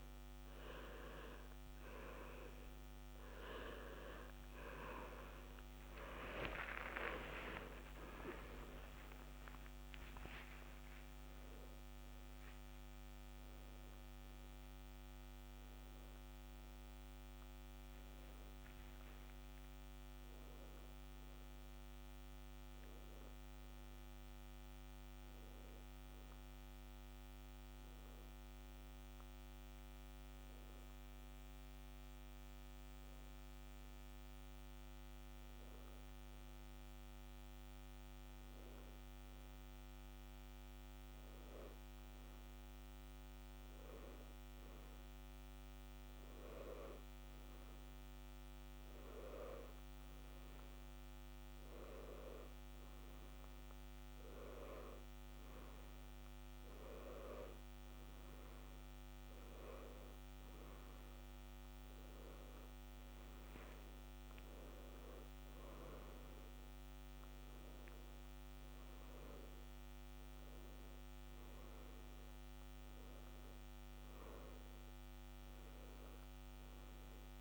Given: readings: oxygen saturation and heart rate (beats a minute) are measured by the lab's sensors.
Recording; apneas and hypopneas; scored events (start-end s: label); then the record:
a person partly awake in a sleep study, by a microphone on the trachea; none
15.50-23.50 s: oxygen desaturation (device-marked, oxygen 95% before, 92% lowest, heart rate 70 before, 61 extreme)
24.50-54.50 s: new sleep stage, N1 (lightest sleep)
54.50-77.41 s: new sleep stage, N2 (light sleep)
From the record:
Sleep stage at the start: awake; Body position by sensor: on the left side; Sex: male